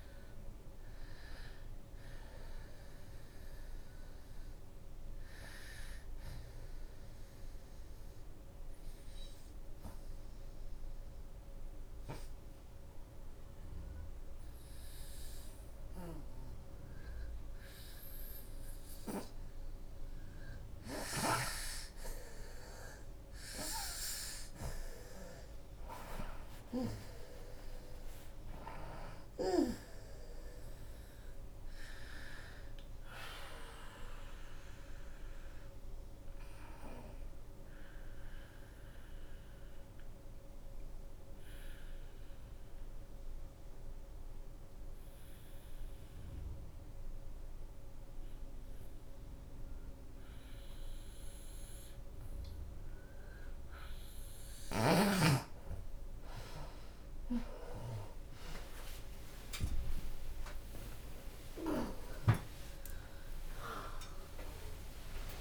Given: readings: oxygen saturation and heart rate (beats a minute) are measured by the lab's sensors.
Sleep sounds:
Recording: breathing in sleep by a room microphone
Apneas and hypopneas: 2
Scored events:
0.00-2.50 s: drop in pulse transit time (device-marked, heart rate 83 extreme)
0.00-6.50 s: oxygen desaturation (device-marked, oxygen 88% lowest, heart rate 73 extreme)
3.00-18.50 s: obstructive apnea (oxygen 97% before, 85% lowest, heart rate 87 before, 73 extreme, up 7 after)
4.50-6.50 s: long interval between heartbeats (device-marked, heart rate 88 before, 91 extreme)
11.00-13.00 s: long interval between heartbeats (device-marked, heart rate 88 before, 84 extreme)
13.50-15.50 s: long interval between heartbeats (device-marked, heart rate 86 before, 89 extreme)
18.50-40.50 s: oxygen desaturation (device-marked, oxygen 96% before, 88% lowest, heart rate 87 before, 62 extreme)
24.00-28.50 s: arousal
28.50-44.50 s: drop in pulse transit time (device-marked, heart rate 83 before, 74 extreme)
31.00-33.00 s: long interval between heartbeats (device-marked, heart rate 83 before, 94 extreme)
38.50-52.50 s: obstructive apnea (oxygen 96% before, 85% lowest)
54.50-65.41 s: oxygen desaturation (device-marked, oxygen 95% before, 85% lowest)
56.50-65.41 s: tachycardia (device-marked, heart rate 76 before, 130 extreme)
59.00-61.00 s: long interval between heartbeats (device-marked, heart rate 71 before, 88 extreme)
61.50-65.41 s: drop in pulse transit time (device-marked, heart rate 74 before, 113 extreme)
63.50-65.41 s: long interval between heartbeats (device-marked, heart rate 78 before, 120 extreme)
From the record:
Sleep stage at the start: N2 (light sleep)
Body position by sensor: on the back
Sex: female

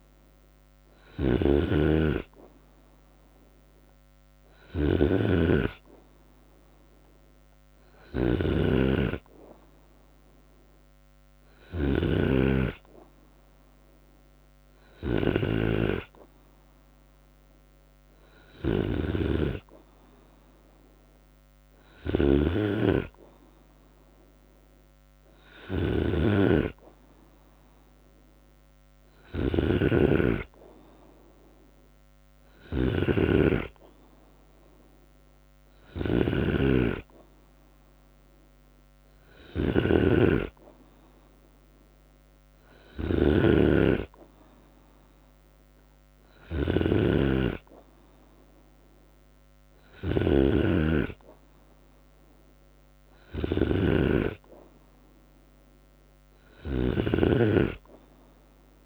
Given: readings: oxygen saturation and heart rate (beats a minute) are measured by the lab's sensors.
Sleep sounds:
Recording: breathing in sleep by a microphone on the trachea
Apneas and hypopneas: none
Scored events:
0.00-14.50 s: snoring (device-marked)
21.00-58.86 s: snoring (device-marked)
53.50-58.86 s: drop in pulse transit time (device-marked, heart rate 76 before, 76 extreme)
From the record:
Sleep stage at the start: N2 (light sleep)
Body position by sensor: on the right side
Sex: male

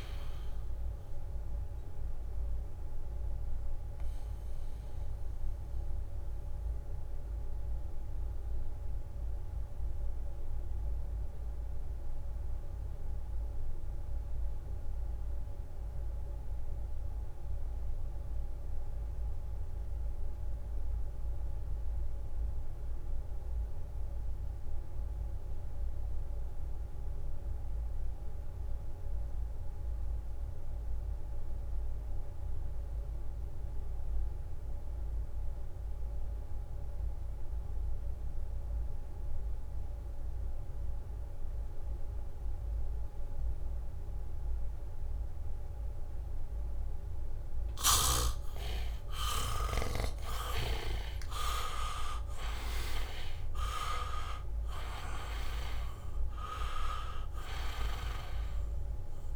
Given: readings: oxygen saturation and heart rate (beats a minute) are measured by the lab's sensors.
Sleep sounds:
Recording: breathing in sleep by a room microphone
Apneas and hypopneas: 1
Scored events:
0.00-17.50 s: oxygen desaturation (device-marked, oxygen 75% lowest, heart rate 58 extreme)
2.50-47.00 s: mixed apnea (oxygen 99% before, 66% lowest, heart rate 66 before, 55 extreme, up 20 after)
14.50-59.36 s: new sleep stage, REM sleep
24.50-59.36 s: oxygen desaturation (device-marked, oxygen 98% before, 66% lowest, heart rate 71 before, 53 extreme)
30.00-34.00 s: leg movement (device-marked)
32.50-37.50 s: bradycardia (device-marked, heart rate 70 before, 59 extreme)
34.00-36.00 s: leg movement (device-marked)
42.50-48.50 s: bradycardia (device-marked, heart rate 70 before, 55 extreme)
50.50-55.00 s: arousal
From the record:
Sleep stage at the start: N2 (light sleep)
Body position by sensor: on the back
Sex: male

